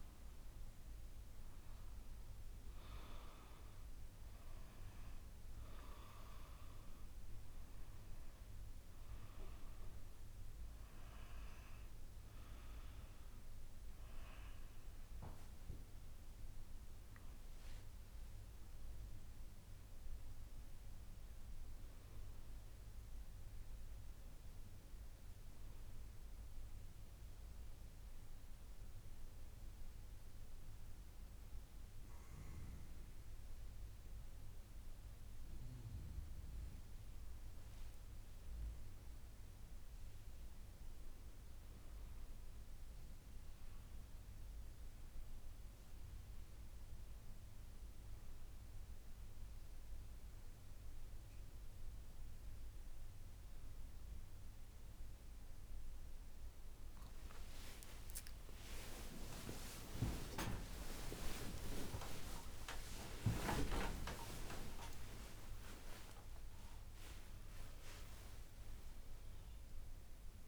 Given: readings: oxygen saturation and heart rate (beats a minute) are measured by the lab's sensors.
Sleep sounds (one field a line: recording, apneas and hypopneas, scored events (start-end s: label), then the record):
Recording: a person awake in a sleep study, by a room microphone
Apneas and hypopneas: none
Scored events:
31.00-70.48 s: new sleep stage, awake
57.00-65.00 s: tachycardia (device-marked, heart rate 58 before, 151 extreme)
59.00-61.00 s: long interval between heartbeats (device-marked, heart rate 63 before, 74 extreme)
62.50-64.50 s: long interval between heartbeats (device-marked, heart rate 69 before, 139 extreme)
65.50-67.50 s: long interval between heartbeats (device-marked, heart rate 81 before, 148 extreme)
From the record:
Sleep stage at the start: N2 (light sleep)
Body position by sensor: on the back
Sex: female